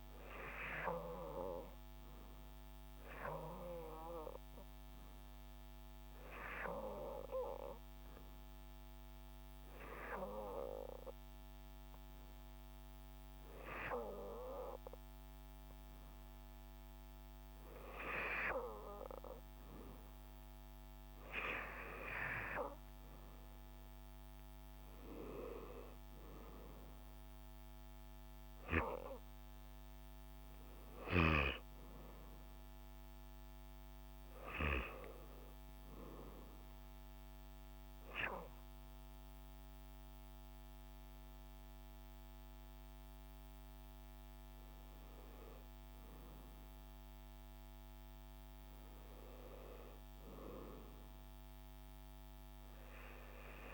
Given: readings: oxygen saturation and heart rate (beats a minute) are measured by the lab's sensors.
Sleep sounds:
breathing in sleep by a microphone on the trachea; none
0.00-46.50 s: oxygen desaturation (device-marked, oxygen 90% lowest, heart rate 65 extreme)
From the record:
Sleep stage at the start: N2 (light sleep); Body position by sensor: on the back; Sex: male

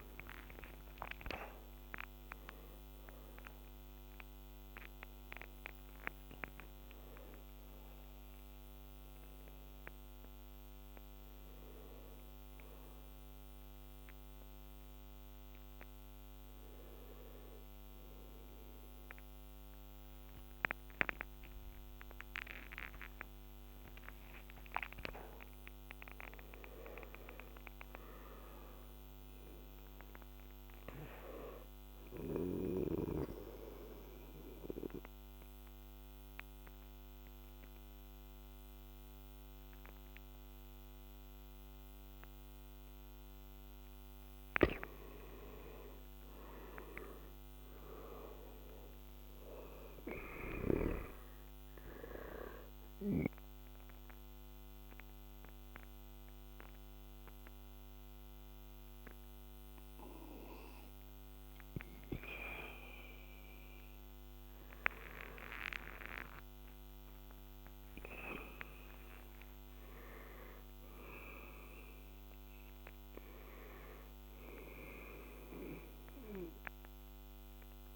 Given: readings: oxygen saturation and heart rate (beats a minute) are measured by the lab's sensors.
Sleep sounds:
breathing in sleep by a microphone on the trachea; 3
0.00-17.00 s: oxygen desaturation (device-marked, oxygen 86% lowest, heart rate 74 extreme)
12.00-23.50 s: hypopnea (oxygen 97% before, 86% lowest, heart rate 83 before, 74 extreme, up 8 after)
24.50-28.00 s: arousal
30.00-44.00 s: obstructive apnea (oxygen 99% before, 86% lowest, heart rate 85 before, 73 extreme, up 9 after)
37.00-44.00 s: oxygen desaturation (device-marked, oxygen 98% before, 92% lowest, heart rate 84 before, 73 extreme)
45.00-48.50 s: arousal
50.00-65.00 s: oxygen desaturation (device-marked, oxygen 95% before, 86% lowest, heart rate 79 before, 73 extreme)
52.50-63.00 s: central apnea (oxygen 99% before, 86% lowest, heart rate 78 before, 73 extreme, up 12 after)
65.00-69.00 s: arousal
From the record:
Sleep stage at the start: N2 (light sleep); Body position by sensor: on the back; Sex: male

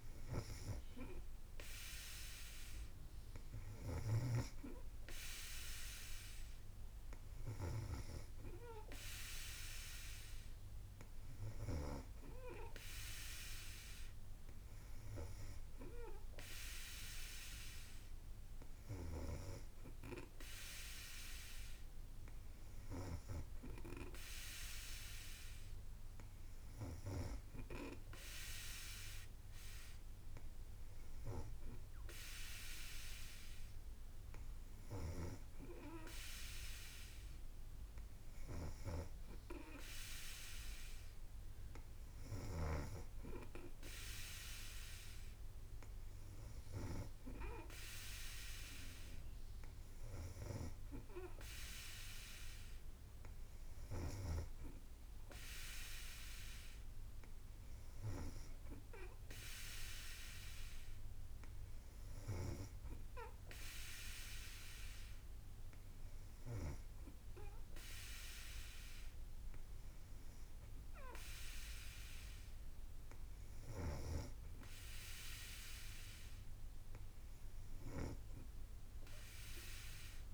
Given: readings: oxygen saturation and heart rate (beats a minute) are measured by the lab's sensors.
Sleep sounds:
breathing in sleep by a room microphone; none
35.00-43.00 s: snoring (device-marked)
From the record:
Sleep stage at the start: N3 (deep sleep); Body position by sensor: on the back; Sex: female

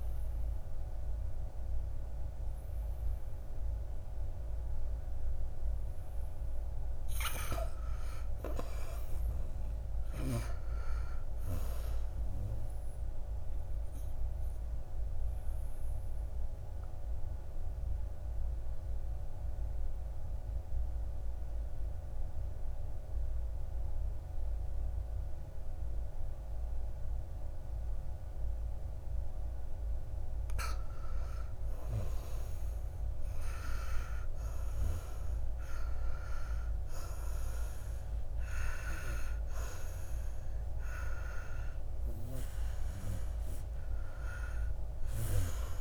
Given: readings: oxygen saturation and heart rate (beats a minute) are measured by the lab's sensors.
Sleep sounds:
breathing in sleep by a room microphone; 1
13.00-30.00 s: obstructive apnea (oxygen 97% before, 87% lowest, heart rate 62 before, 59 extreme, up 9 after)
16.50-27.50 s: oxygen desaturation (device-marked, oxygen 96% before, 93% lowest, heart rate 62 before, 59 extreme)
29.50-45.81 s: oxygen desaturation (device-marked, oxygen 96% before, 87% lowest, heart rate 61 before, 56 extreme)
31.50-35.00 s: arousal
From the record:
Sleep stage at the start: N2 (light sleep); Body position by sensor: on the back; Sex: male

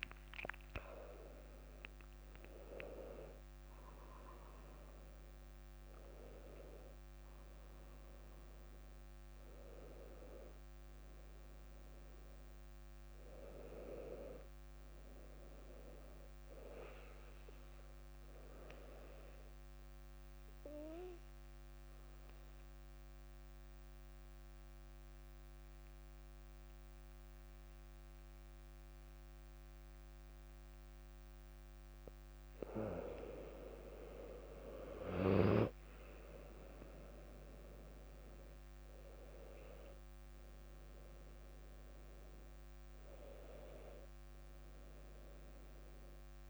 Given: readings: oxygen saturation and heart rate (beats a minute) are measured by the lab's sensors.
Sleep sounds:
breathing in sleep by a microphone on the trachea; 1
0.50-7.50 s: arousal
18.00-31.50 s: obstructive apnea (oxygen 99% before, 94% lowest, heart rate 63 before, 55 extreme, up 7 after)
34.00-46.00 s: drop in pulse transit time (device-marked, heart rate 59 before, 61 extreme)
35.00-41.50 s: arousal
36.00-46.50 s: oxygen desaturation (device-marked, oxygen 100% before, 94% lowest, heart rate 59 before, 55 extreme)
From the record:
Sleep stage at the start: N2 (light sleep); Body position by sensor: on the back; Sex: female

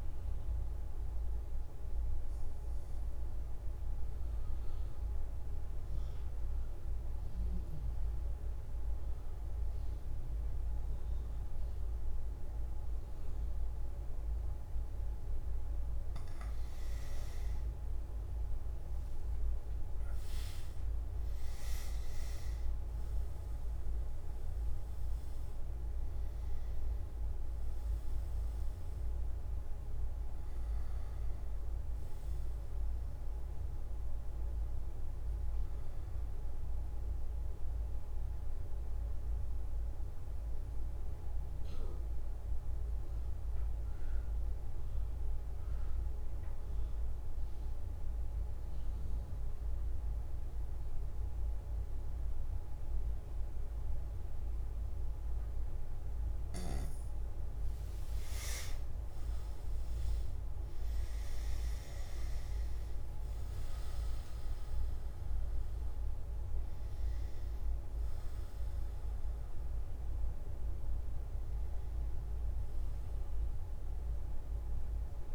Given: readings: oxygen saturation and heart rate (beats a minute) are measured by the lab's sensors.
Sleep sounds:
breathing in sleep, hard to hear, by a room microphone; 2
1.50-16.00 s: obstructive apnea (oxygen 98% before, 94% lowest)
22.50-48.50 s: oxygen desaturation (device-marked, oxygen 98% before, 94% lowest)
39.50-56.50 s: obstructive apnea (oxygen 98% before, 94% lowest)
From the record:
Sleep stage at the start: N1 (lightest sleep); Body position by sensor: on the back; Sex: male

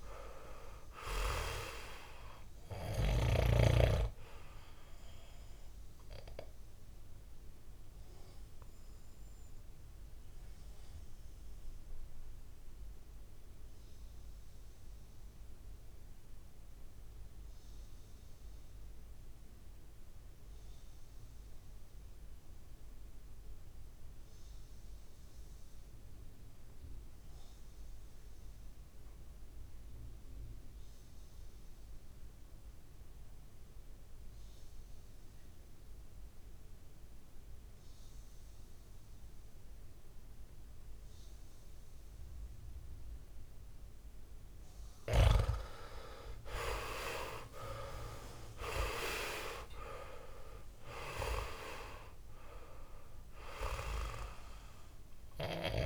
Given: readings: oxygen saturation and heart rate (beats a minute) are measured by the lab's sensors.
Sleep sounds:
breathing in sleep by a room microphone; 1
0.00-6.00 s: oxygen desaturation (device-marked, oxygen 89% lowest, heart rate 56 extreme)
5.50-43.00 s: mixed apnea (oxygen 98% before, 86% lowest, heart rate 60 before, 52 extreme, up 9 after)
41.00-55.86 s: oxygen desaturation (device-marked, oxygen 99% before, 86% lowest, heart rate 59 before, 52 extreme)
45.00-49.50 s: arousal
From the record:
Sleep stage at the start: REM sleep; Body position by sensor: on the back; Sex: male

